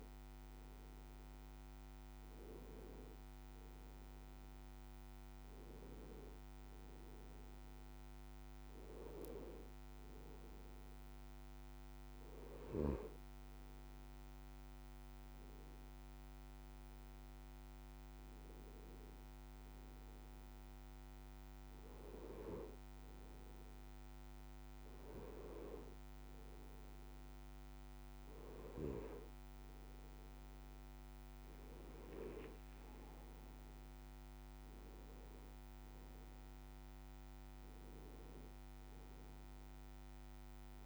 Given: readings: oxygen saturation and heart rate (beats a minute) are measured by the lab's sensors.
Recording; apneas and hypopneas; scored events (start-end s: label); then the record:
breathing in sleep by a microphone on the trachea; none
30.00-35.00 s: arousal
From the record:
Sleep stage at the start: N2 (light sleep); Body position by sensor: on the right side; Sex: male